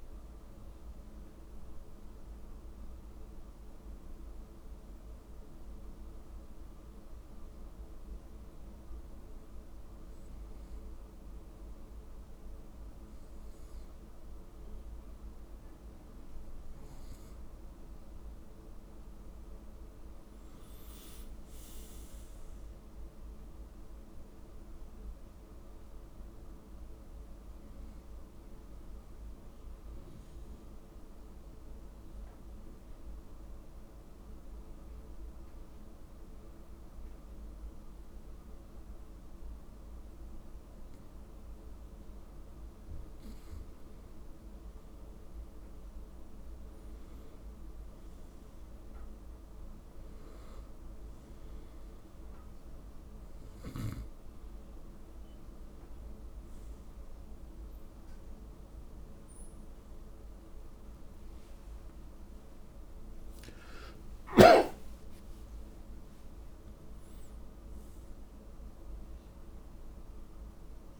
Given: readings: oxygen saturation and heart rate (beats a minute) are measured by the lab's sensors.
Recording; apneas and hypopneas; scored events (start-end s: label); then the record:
breathing in sleep, hard to hear, by a room microphone; 2
6.50-18.00 s: obstructive apnea (oxygen 95% before, 91% lowest)
20.50-24.50 s: arousal
31.00-44.00 s: mixed apnea (oxygen 95% before, 91% lowest)
45.00-48.00 s: arousal
45.50-71.00 s: new sleep stage, N1 (lightest sleep)
48.50-65.50 s: oxygen desaturation (device-marked, oxygen 96% before, 91% lowest)
61.00-66.50 s: arousal
From the record:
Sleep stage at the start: N2 (light sleep); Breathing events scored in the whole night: 237 in 4.0 hours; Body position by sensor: on the right side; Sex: male